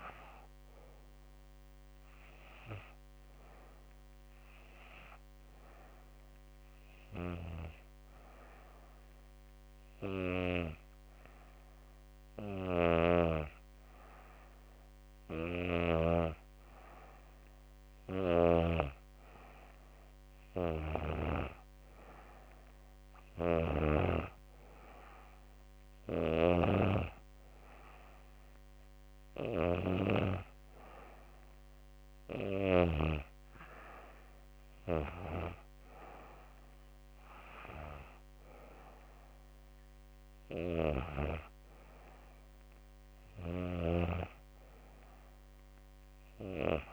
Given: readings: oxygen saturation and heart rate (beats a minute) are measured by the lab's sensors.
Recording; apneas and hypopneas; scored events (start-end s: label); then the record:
breathing in sleep by a microphone on the trachea; 1
0.00-5.50 s: oxygen desaturation (device-marked, oxygen 89% lowest, heart rate 80 extreme)
2.50-13.50 s: hypopnea (oxygen 93% before, 91% lowest, heart rate 82 before, 80 extreme, up 0 after)
11.50-15.00 s: snoring (device-marked)
18.50-22.00 s: arousal
From the record:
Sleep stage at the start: N2 (light sleep); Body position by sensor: on the back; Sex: female